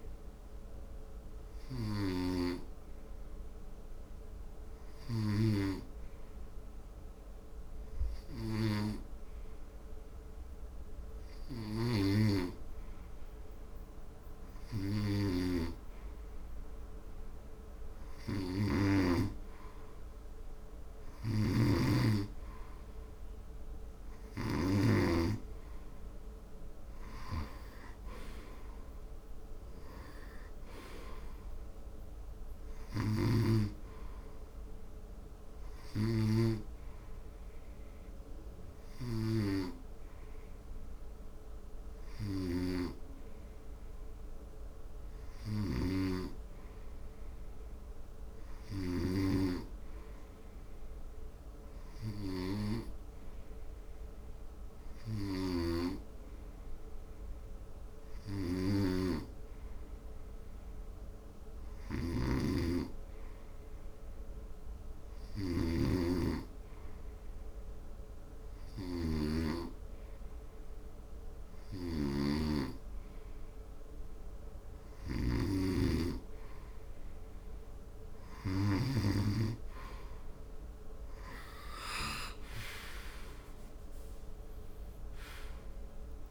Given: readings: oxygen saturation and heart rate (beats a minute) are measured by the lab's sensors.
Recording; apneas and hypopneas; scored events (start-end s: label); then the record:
breathing in sleep by a room microphone; 2
0.50-16.00 s: hypopnea (oxygen 93% before, 91% lowest, heart rate 75 before, 74 extreme, up 1 after)
19.00-24.00 s: arousal
38.50-74.00 s: hypopnea (oxygen 92% before, 90% lowest, heart rate 79 before, 69 extreme, up 7 after)
58.00-86.00 s: oxygen desaturation (device-marked, oxygen 95% before, 90% lowest, heart rate 75 before, 69 extreme)
78.00-81.50 s: arousal
From the record:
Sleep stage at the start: N2 (light sleep); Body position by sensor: on the front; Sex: male